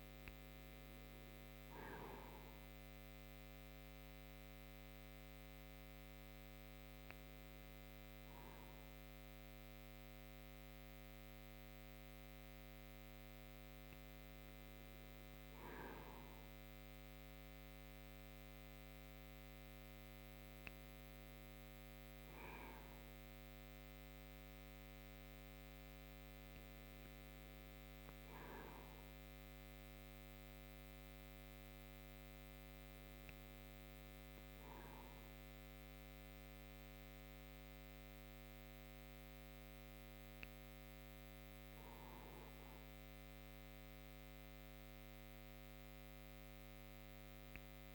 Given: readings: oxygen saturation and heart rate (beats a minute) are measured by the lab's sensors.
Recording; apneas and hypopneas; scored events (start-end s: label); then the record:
breathing in sleep, hard to hear, by a microphone on the trachea; none
none scored
From the record:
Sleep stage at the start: N1 (lightest sleep); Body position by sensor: on the back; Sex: male